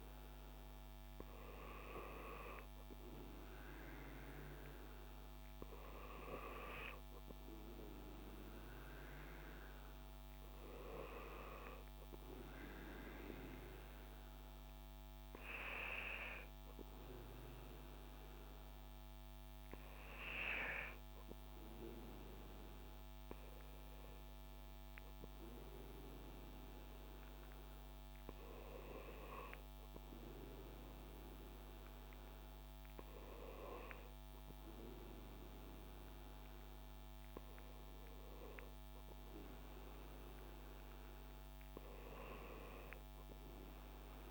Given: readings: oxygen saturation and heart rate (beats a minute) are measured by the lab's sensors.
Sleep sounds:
breathing in sleep by a microphone on the trachea; none
none scored
From the record:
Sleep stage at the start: N2 (light sleep); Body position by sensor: on the back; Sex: male

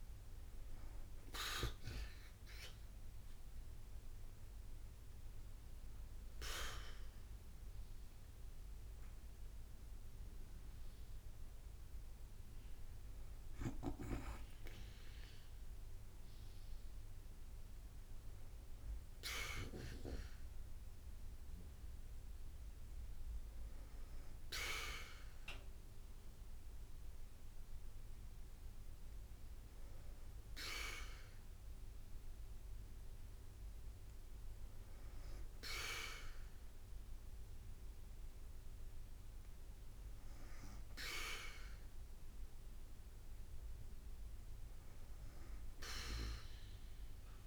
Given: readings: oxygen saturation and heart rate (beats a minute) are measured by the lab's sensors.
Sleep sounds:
breathing in sleep by a room microphone; none
0.00-12.50 s: oxygen desaturation (device-marked, oxygen 88% lowest, heart rate 52 extreme)
8.50-20.50 s: drop in pulse transit time (device-marked, heart rate 54 before, 52 extreme)
14.00-18.00 s: arousal
From the record:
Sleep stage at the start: N2 (light sleep); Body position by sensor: on the back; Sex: female

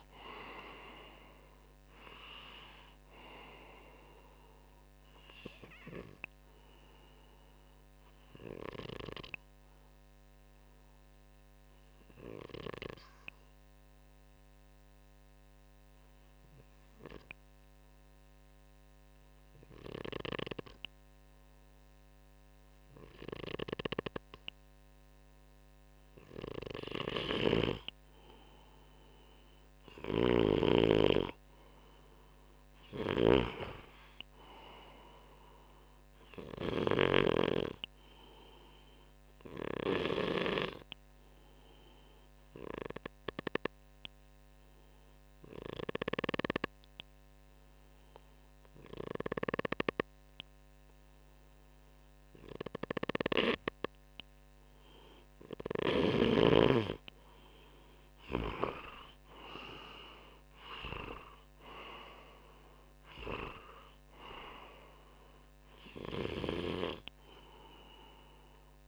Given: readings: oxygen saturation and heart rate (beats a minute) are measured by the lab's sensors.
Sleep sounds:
breathing in sleep by a microphone on the trachea; 2
0.00-11.50 s: oxygen desaturation (device-marked, oxygen 94% lowest, heart rate 61 extreme)
5.00-26.00 s: obstructive apnea (oxygen 98% before, 93% lowest, heart rate 66 before, 61 extreme, up 3 after)
23.00-36.50 s: snoring (device-marked)
29.50-32.50 s: arousal
40.00-53.50 s: obstructive apnea (oxygen 98% before, 93% lowest, heart rate 63 before, 63 extreme, up 4 after)
56.00-60.50 s: arousal
59.50-68.88 s: oxygen desaturation (device-marked, oxygen 97% before, 93% lowest, heart rate 64 before, 62 extreme)
From the record:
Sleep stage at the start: N2 (light sleep); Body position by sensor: on the front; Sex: male

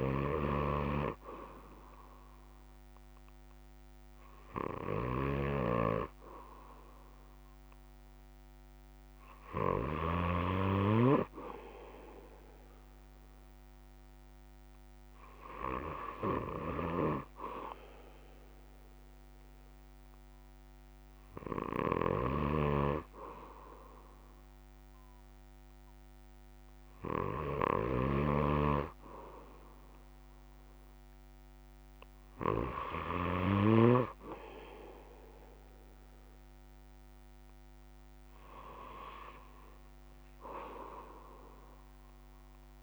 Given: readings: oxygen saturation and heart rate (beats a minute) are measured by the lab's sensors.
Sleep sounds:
breathing in sleep by a microphone on the trachea; none
none scored
From the record:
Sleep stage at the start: N2 (light sleep); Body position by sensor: on the back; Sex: male

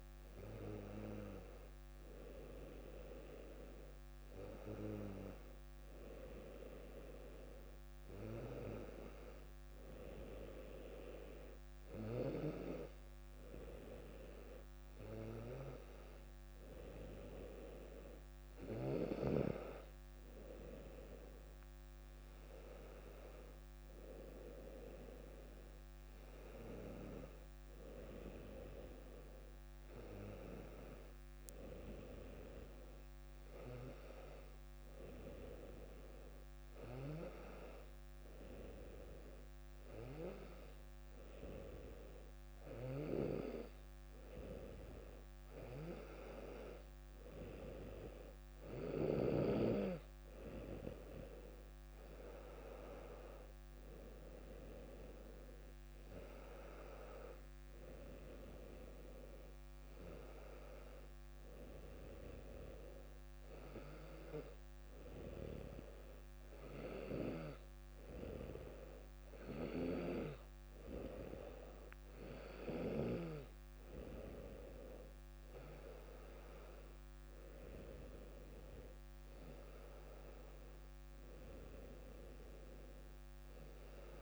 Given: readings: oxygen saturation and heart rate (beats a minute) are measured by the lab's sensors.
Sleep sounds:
breathing in sleep by a microphone on the trachea; none
none scored
From the record:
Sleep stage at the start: N2 (light sleep); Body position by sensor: on the back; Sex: female

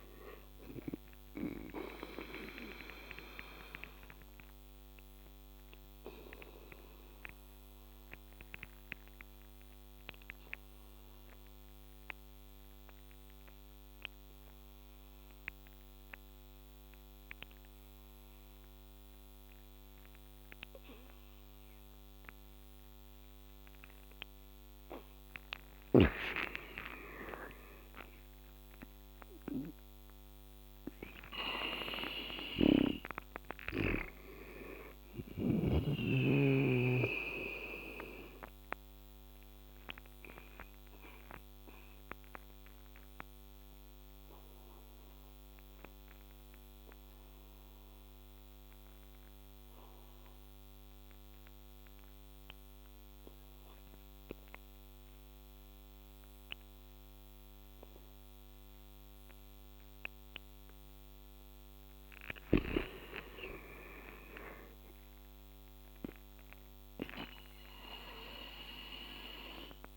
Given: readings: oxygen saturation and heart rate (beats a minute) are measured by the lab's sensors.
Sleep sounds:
breathing in sleep by a microphone on the trachea; 2
0.00-14.50 s: oxygen desaturation (device-marked, oxygen 79% lowest, heart rate 68 extreme)
2.00-25.00 s: obstructive apnea (oxygen 100% before, 77% lowest, heart rate 78 before, 70 extreme, up 13 after)
16.50-53.50 s: oxygen desaturation (device-marked, oxygen 100% before, 77% lowest, heart rate 76 before, 71 extreme)
26.00-29.50 s: arousal
39.00-60.00 s: obstructive apnea (oxygen 100% before, 77% lowest, heart rate 78 before, 71 extreme, up 2 after)
62.50-66.50 s: arousal
From the record:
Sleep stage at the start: N2 (light sleep); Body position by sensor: on the back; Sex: male

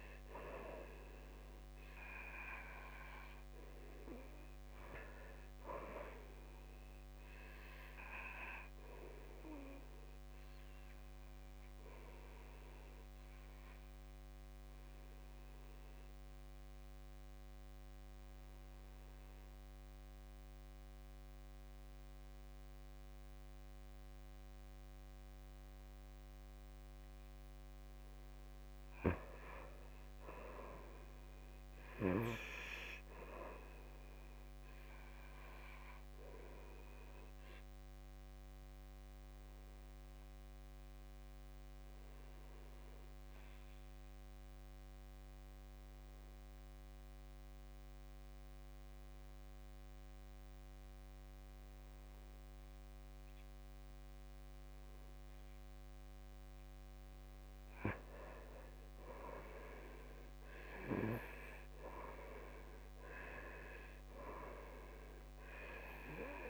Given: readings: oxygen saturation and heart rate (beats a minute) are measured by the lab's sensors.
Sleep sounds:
breathing in sleep by a microphone on the trachea; 2
0.00-21.00 s: oxygen desaturation (device-marked, oxygen 84% lowest, heart rate 54 extreme)
8.50-26.50 s: obstructive apnea (oxygen 96% before, 82% lowest, heart rate 64 before, 54 extreme, up 11 after)
28.50-31.50 s: arousal
36.00-53.00 s: oxygen desaturation (device-marked, oxygen 98% before, 87% lowest, heart rate 58 before, 56 extreme)
36.00-56.50 s: obstructive apnea (oxygen 98% before, 82% lowest, heart rate 58 before, 56 extreme, up 11 after)
55.00-66.50 s: oxygen desaturation (device-marked, oxygen 97% before, 82% lowest, heart rate 61 before, 54 extreme)
58.00-61.50 s: arousal
From the record:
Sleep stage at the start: N2 (light sleep); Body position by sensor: on the back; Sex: male

